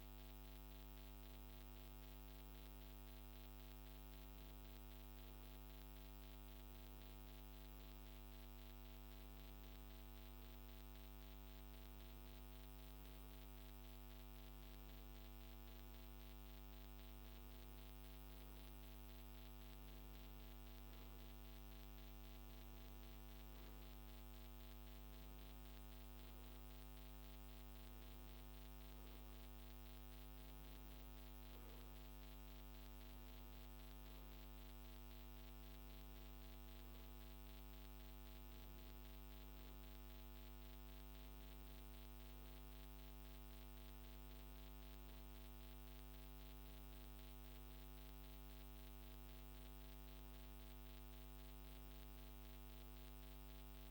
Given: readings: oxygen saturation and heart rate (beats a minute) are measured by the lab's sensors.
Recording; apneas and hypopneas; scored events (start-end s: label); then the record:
a person awake in a sleep study, hard to hear, by a microphone on the trachea; none
none scored
From the record:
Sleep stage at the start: awake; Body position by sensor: on the right side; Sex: male